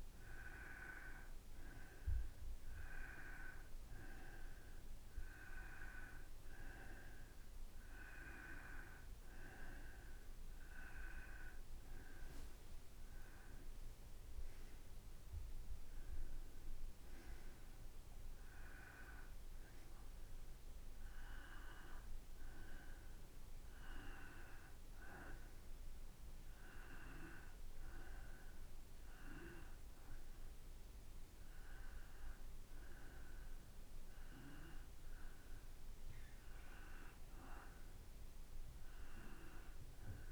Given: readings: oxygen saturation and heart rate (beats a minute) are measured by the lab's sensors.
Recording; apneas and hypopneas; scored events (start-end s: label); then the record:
breathing in sleep by a room microphone; none
13.00-15.00 s: long interval between heartbeats (device-marked, heart rate 57 before, 64 extreme)
36.00-39.50 s: arousal
From the record:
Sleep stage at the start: N2 (light sleep); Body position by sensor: on the back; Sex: male